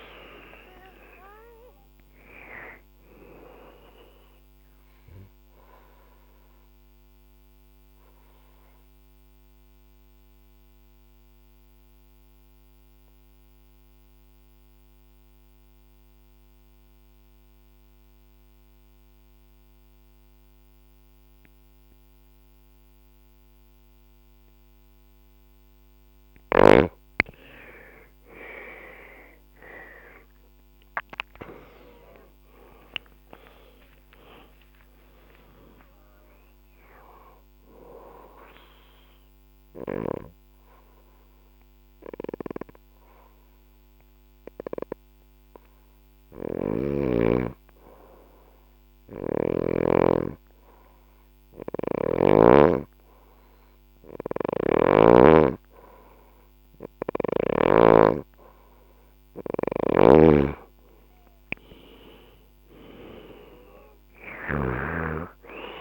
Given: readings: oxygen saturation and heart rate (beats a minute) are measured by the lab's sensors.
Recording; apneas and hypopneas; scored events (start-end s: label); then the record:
breathing in sleep by a microphone on the trachea; 2
0.00-2.00 s: arousal
2.50-21.50 s: oxygen desaturation (device-marked, oxygen 96% before, 90% lowest, heart rate 63 before, 54 extreme)
5.00-24.50 s: obstructive apnea (oxygen 96% before, 90% lowest, heart rate 63 before, 54 extreme, up 17 after)
7.50-18.50 s: bradycardia (device-marked, heart rate 75 before, 54 extreme)
28.00-33.00 s: arousal
28.50-43.50 s: oxygen desaturation (device-marked, oxygen 99% before, 93% lowest, heart rate 59 before, 59 extreme)
39.50-58.00 s: obstructive apnea (oxygen 99% before, 90% lowest, heart rate 77 before, 58 extreme, up 10 after)
41.50-44.50 s: bradycardia (device-marked, heart rate 74 before, 62 extreme)
51.00-54.50 s: snoring (device-marked)
59.00-64.50 s: snoring (device-marked)
60.50-65.81 s: oxygen desaturation (device-marked, oxygen 98% before, 91% lowest, heart rate 62 before, 58 extreme)
61.00-64.00 s: arousal
From the record:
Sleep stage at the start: N2 (light sleep); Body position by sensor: on the left side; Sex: female